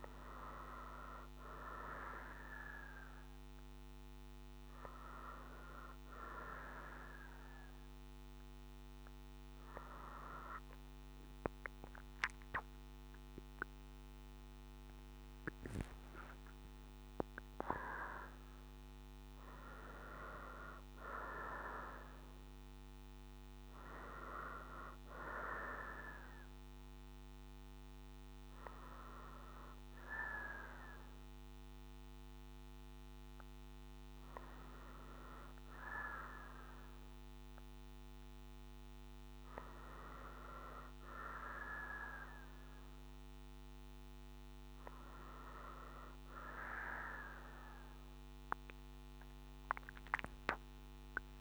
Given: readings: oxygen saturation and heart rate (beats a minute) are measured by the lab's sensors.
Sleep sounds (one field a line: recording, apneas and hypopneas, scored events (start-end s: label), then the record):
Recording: breathing in sleep by a microphone on the trachea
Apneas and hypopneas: none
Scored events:
11.50-15.00 s: arousal
47.00-51.41 s: new sleep stage, awake
From the record:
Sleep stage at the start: N2 (light sleep)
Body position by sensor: on the front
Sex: female